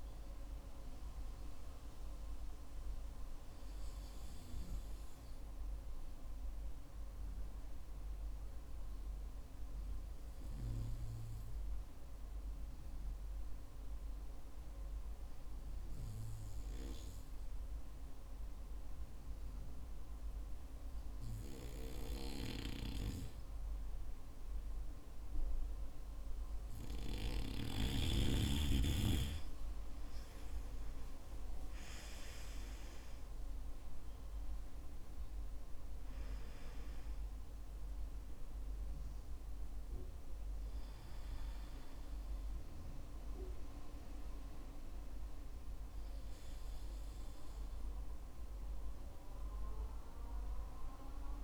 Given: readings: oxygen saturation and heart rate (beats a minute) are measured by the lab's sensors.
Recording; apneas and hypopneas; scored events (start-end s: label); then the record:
breathing in sleep by a room microphone; 1
3.00-27.50 s: hypopnea (oxygen 96% before, 92% lowest, heart rate 58 before, 50 extreme, up 4 after)
30.50-38.50 s: oxygen desaturation (device-marked, oxygen 95% before, 92% lowest, heart rate 56 before, 50 extreme)
34.50-39.50 s: arousal
From the record:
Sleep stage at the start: N2 (light sleep); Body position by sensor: on the back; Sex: male